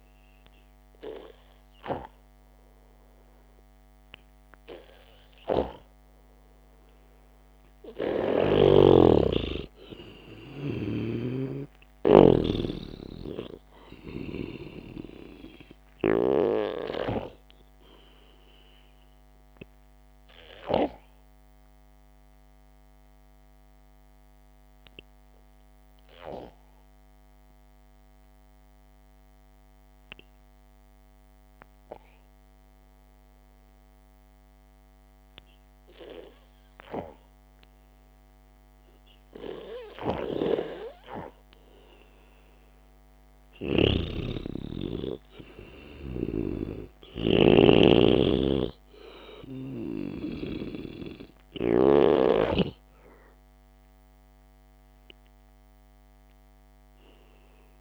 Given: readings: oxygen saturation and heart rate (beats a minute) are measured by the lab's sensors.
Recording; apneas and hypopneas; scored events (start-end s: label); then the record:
breathing in sleep by a microphone on the trachea; 1
0.00-4.00 s: oxygen desaturation (device-marked, oxygen 95% before, 91% lowest, heart rate 63 before, 54 extreme)
8.00-12.50 s: arousal
21.50-34.00 s: obstructive apnea (oxygen 98% before, 92% lowest, heart rate 60 before, 52 extreme, up 6 after)
22.00-25.00 s: oxygen desaturation (device-marked, oxygen 96% before, 92% lowest, heart rate 59 before, 52 extreme)
40.50-52.50 s: snoring (device-marked)
46.00-49.50 s: arousal
From the record:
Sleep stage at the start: N2 (light sleep); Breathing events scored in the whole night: 459 in 5.0 hours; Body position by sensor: on the back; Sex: male